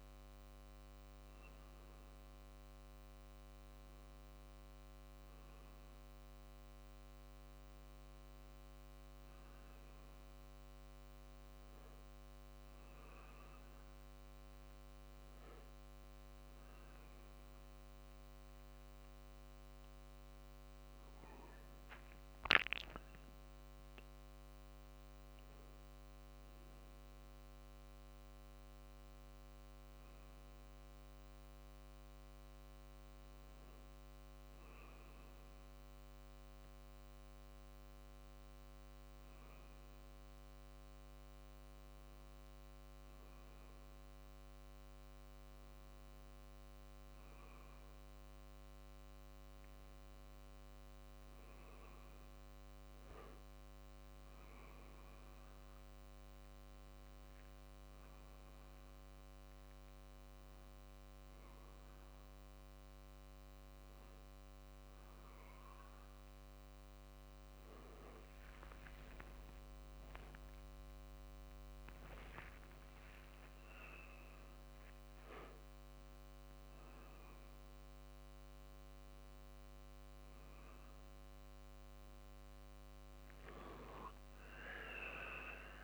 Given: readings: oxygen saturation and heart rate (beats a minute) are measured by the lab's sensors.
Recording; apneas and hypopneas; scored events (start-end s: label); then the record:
a person awake in a sleep study, hard to hear, by a microphone on the trachea; none
5.50-85.84 s: new sleep stage, awake
52.50-63.50 s: drop in pulse transit time (device-marked, heart rate 51 before, 52 extreme)
From the record:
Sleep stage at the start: N1 (lightest sleep); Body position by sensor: on the back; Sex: male